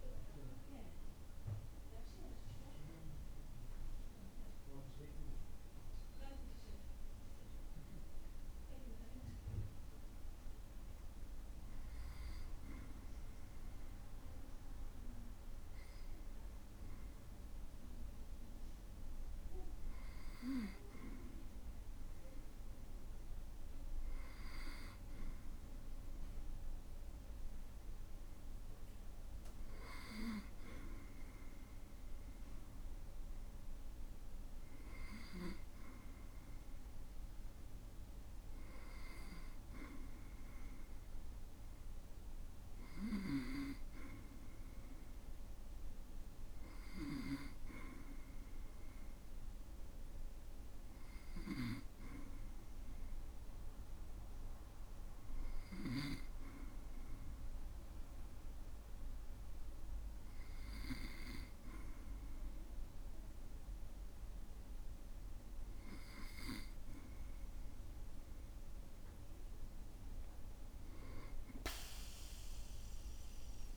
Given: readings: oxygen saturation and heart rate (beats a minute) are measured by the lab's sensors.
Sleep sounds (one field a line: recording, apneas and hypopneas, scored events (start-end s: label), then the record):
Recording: breathing in sleep by a room microphone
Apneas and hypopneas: 2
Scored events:
10.50-21.00 s: hypopnea (oxygen 98% before, 95% lowest, heart rate 58 before, 57 extreme, up 2 after)
23.00-26.50 s: arousal
53.50-66.50 s: hypopnea (oxygen 96% before, 95% lowest, heart rate 58 before, 56 extreme, up 4 after)
69.00-73.00 s: arousal
From the record:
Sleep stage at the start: N2 (light sleep)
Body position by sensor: on the back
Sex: male